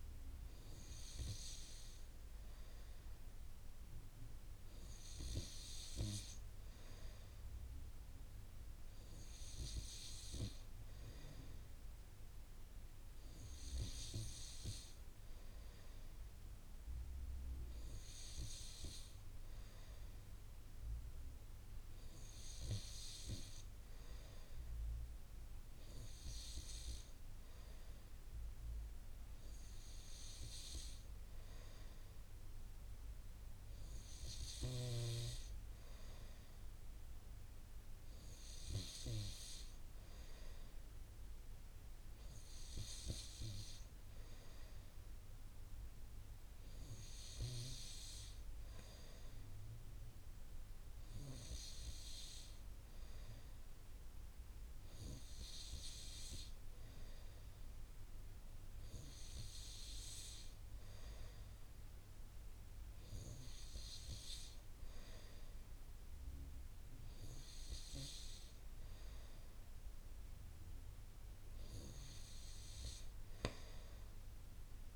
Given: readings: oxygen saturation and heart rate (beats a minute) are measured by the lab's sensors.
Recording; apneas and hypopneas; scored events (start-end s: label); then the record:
breathing in sleep by a room microphone; none
4.50-6.50 s: long interval between heartbeats (device-marked)
46.50-48.50 s: long interval between heartbeats (device-marked)
From the record:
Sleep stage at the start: N2 (light sleep); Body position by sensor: on the right side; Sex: male